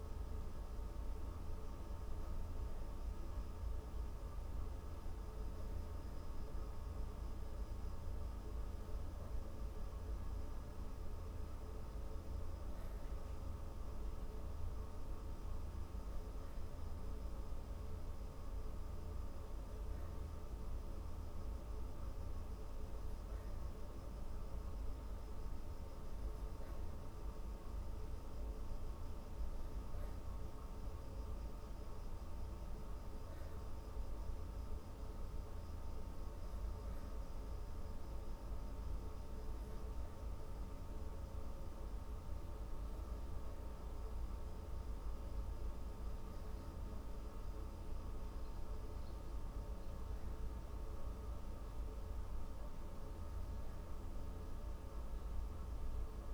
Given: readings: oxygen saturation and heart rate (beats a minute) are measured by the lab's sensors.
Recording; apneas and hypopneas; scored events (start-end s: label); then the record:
breathing in sleep, hard to hear, by a room microphone; none
none scored
From the record:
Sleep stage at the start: N3 (deep sleep); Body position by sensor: on the back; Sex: female